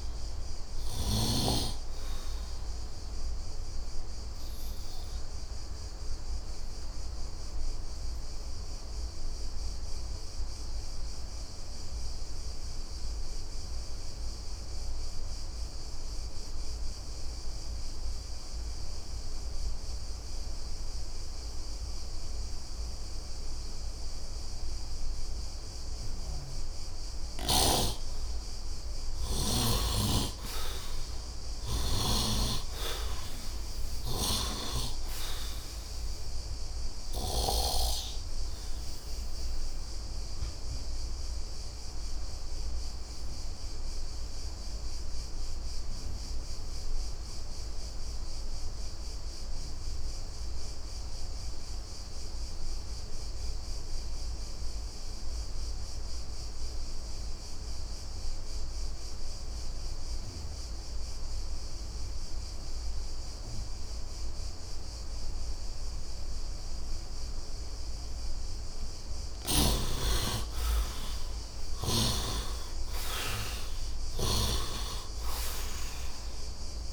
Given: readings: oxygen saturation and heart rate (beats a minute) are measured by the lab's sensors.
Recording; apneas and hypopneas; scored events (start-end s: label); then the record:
breathing in sleep by a room microphone; 2
0.00-24.50 s: oxygen desaturation (device-marked, oxygen 64% lowest, heart rate 67 extreme)
2.50-27.50 s: obstructive apnea (oxygen 99% before, 64% lowest, heart rate 79 before, 67 extreme, up 26 after)
29.00-33.50 s: arousal
29.50-52.50 s: oxygen desaturation (device-marked, oxygen 97% before, 74% lowest, heart rate 74 before, 67 extreme)
32.00-37.00 s: snoring (device-marked)
39.50-68.00 s: obstructive apnea (oxygen 97% before, 67% lowest, heart rate 85 before, 62 extreme, up 13 after)
61.50-76.93 s: oxygen desaturation (device-marked, oxygen 99% before, 67% lowest, heart rate 72 before, 62 extreme)
72.00-76.50 s: arousal
From the record:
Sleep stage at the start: N2 (light sleep); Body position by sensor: on the right side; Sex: male